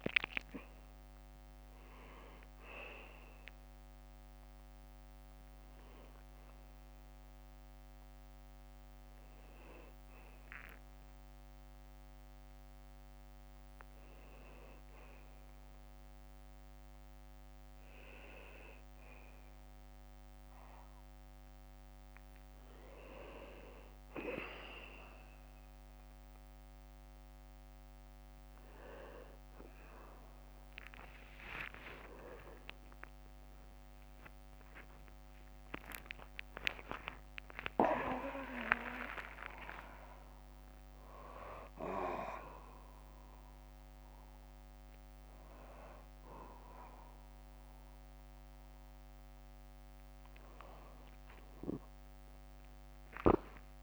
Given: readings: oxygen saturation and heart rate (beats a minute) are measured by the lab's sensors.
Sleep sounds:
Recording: a person awake in a sleep study, by a microphone on the trachea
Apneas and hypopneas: none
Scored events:
19.50-31.50 s: oxygen desaturation (device-marked, oxygen 96% before, 93% lowest, heart rate 65 before, 61 extreme)
From the record:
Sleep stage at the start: awake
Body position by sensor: on the back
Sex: male

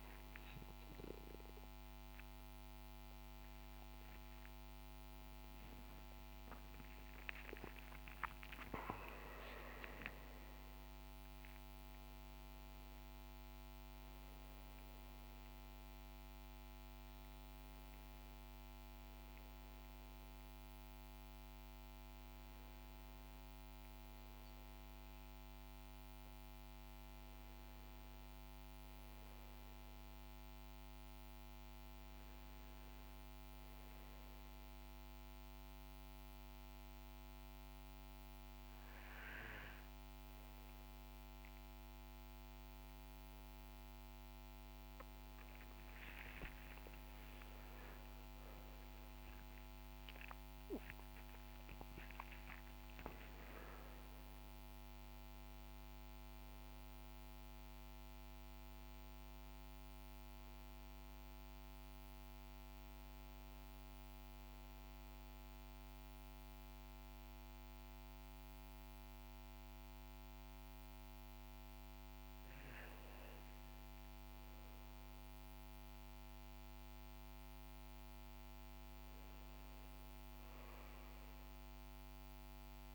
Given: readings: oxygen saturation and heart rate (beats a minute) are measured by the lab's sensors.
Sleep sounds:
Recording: breathing in sleep, hard to hear, by a microphone on the trachea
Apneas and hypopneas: none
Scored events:
0.00-4.00 s: arousal
19.00-82.95 s: new sleep stage, N1 (lightest sleep)
45.50-51.00 s: arousal
From the record:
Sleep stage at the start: N2 (light sleep)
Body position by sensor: on the back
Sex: male

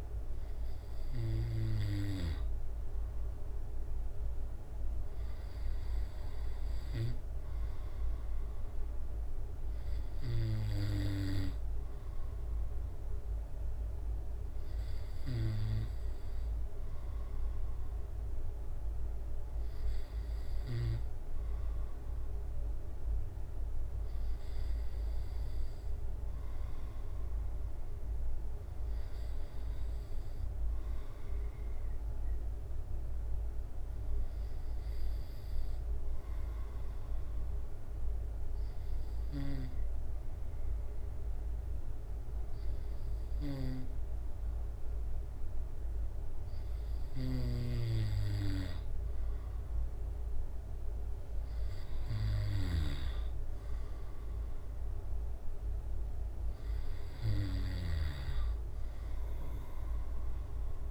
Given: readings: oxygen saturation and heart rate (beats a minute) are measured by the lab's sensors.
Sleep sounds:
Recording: breathing in sleep by a room microphone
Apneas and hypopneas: none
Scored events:
0.00-9.00 s: drop in pulse transit time (device-marked, heart rate 68 extreme)
48.00-60.91 s: drop in pulse transit time (device-marked, heart rate 69 before, 68 extreme)
56.50-60.50 s: arousal
From the record:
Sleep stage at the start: N2 (light sleep)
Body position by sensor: on the back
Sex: male

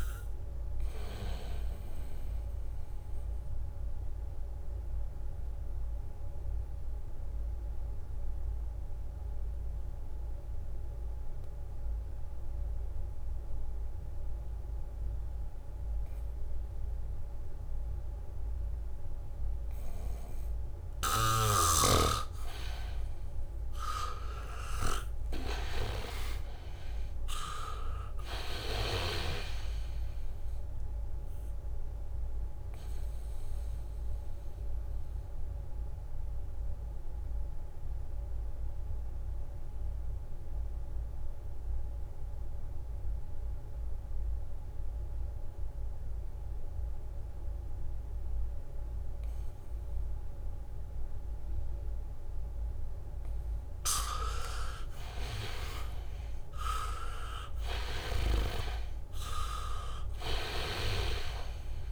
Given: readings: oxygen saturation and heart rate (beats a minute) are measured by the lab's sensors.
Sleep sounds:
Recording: breathing in sleep by a room microphone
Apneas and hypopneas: 2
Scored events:
0.00-15.50 s: oxygen desaturation (device-marked, oxygen 81% lowest, heart rate 73 extreme)
0.50-21.00 s: obstructive apnea (oxygen 99% before, 81% lowest, heart rate 74 before, 72 extreme, up 0 after)
17.50-20.00 s: leg movement (device-marked)
17.50-51.50 s: oxygen desaturation (device-marked, oxygen 99% before, 82% lowest, heart rate 76 before, 72 extreme)
22.00-29.50 s: snoring (device-marked)
24.50-28.50 s: arousal
34.00-53.00 s: obstructive apnea (oxygen 99% before, 79% lowest, heart rate 75 before, 72 extreme, up 3 after)
46.00-50.00 s: leg movement (device-marked)
55.00-58.50 s: arousal
57.50-61.92 s: oxygen desaturation (device-marked, oxygen 98% before, 83% lowest, heart rate 73 before, 67 extreme)
From the record:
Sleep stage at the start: N2 (light sleep)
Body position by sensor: on the back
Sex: male

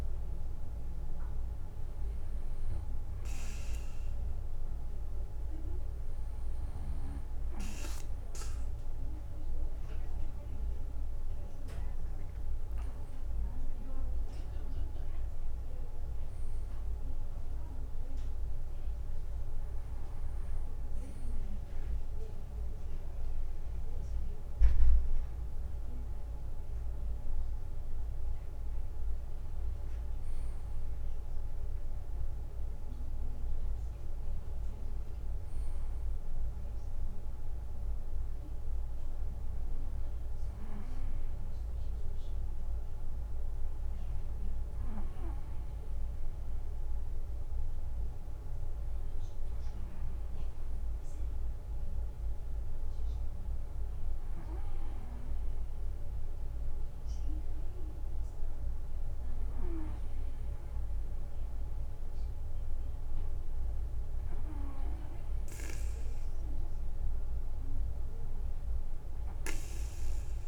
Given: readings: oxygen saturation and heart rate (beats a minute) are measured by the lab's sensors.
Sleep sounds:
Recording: breathing in sleep by a room microphone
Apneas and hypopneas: none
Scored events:
11.50-15.00 s: arousal
12.00-29.00 s: drop in pulse transit time (device-marked, heart rate 75 before, 68 extreme)
From the record:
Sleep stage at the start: N2 (light sleep)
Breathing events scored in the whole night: 77 in 4.9 hours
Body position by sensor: on the back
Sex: male

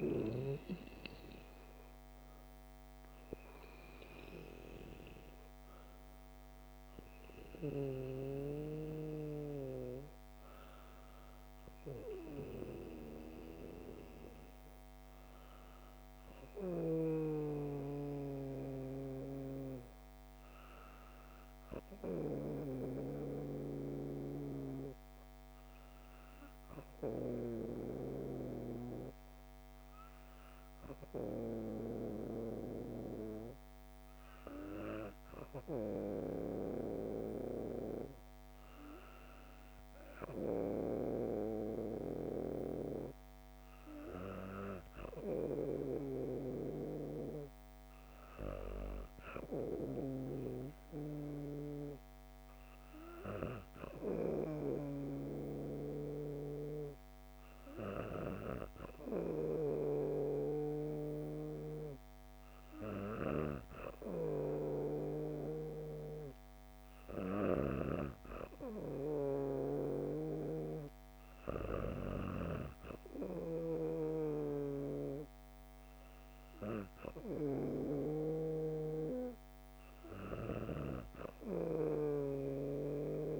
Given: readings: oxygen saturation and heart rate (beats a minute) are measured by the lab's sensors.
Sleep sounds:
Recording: breathing in sleep by a microphone on the trachea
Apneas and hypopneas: 1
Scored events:
16.50-23.00 s: snoring (device-marked)
25.50-37.50 s: hypopnea (oxygen 97% before, 95% lowest, heart rate 63 before, 63 extreme, up 4 after)
39.50-43.50 s: arousal
54.50-59.50 s: snoring (device-marked)
67.00-83.40 s: snoring (device-marked)
From the record:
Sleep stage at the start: N2 (light sleep)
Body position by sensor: on the back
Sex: female

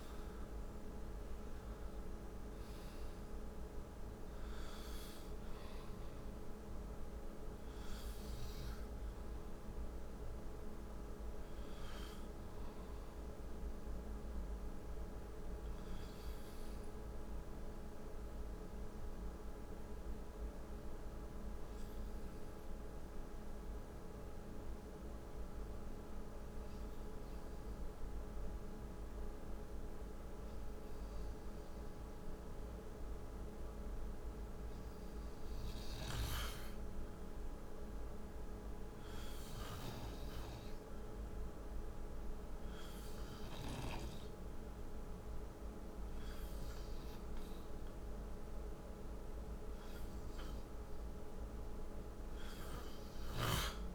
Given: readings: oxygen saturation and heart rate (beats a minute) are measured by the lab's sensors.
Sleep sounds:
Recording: breathing in sleep, hard to hear, by a room microphone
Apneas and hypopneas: 1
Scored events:
0.00-1.00 s: arousal
0.00-23.50 s: oxygen desaturation (device-marked, oxygen 90% lowest, heart rate 61 extreme)
18.00-48.50 s: obstructive apnea (oxygen 96% before, 90% lowest, heart rate 65 before, 58 extreme, up 7 after)
39.50-53.95 s: oxygen desaturation (device-marked, oxygen 97% before, 92% lowest, heart rate 62 before, 58 extreme)
52.50-53.95 s: snoring (device-marked)
From the record:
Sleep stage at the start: N2 (light sleep)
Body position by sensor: on the right side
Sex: male

